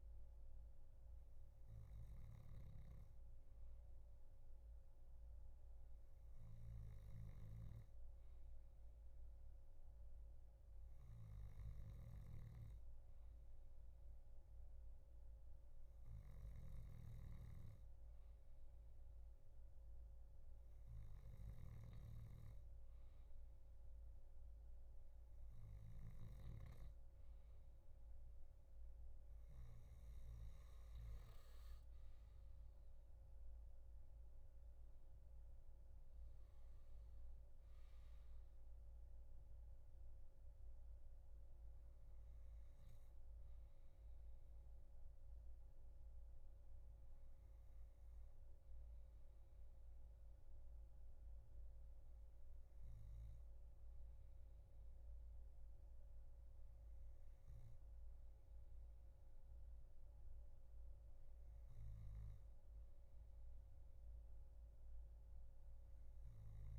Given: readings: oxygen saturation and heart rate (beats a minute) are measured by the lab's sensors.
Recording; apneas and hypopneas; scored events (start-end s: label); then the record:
breathing in sleep, hard to hear, by a room microphone; none
0.00-3.00 s: snoring (device-marked)
12.00-26.50 s: snoring (device-marked)
From the record:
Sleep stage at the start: N2 (light sleep); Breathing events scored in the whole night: 223 in 5.4 hours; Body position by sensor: on the back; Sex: male